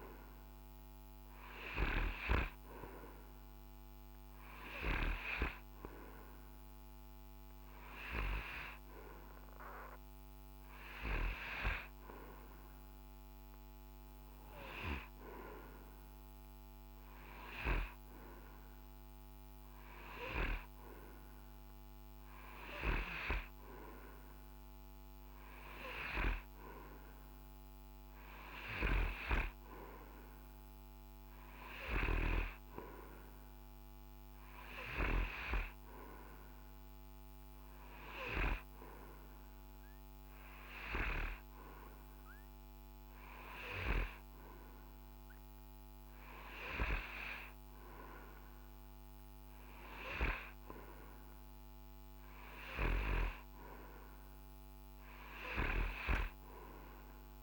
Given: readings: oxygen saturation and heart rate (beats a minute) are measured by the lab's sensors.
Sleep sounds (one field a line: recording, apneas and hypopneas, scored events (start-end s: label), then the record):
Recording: breathing in sleep by a microphone on the trachea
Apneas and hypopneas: none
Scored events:
none scored
From the record:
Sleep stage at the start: N3 (deep sleep)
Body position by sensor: on the right side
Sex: male